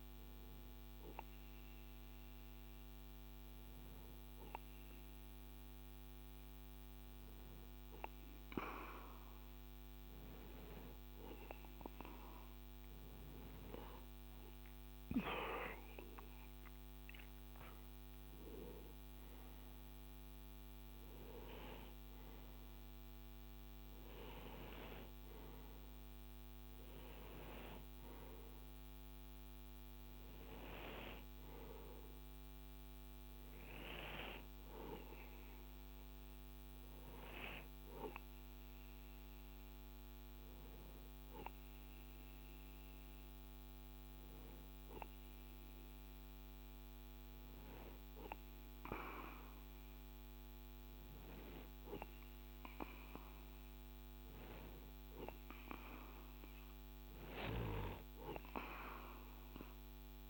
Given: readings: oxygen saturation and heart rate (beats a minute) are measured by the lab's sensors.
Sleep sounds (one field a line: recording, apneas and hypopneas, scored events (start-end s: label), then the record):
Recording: breathing in sleep by a microphone on the trachea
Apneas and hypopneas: none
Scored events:
none scored
From the record:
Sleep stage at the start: N2 (light sleep)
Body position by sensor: on the right side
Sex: male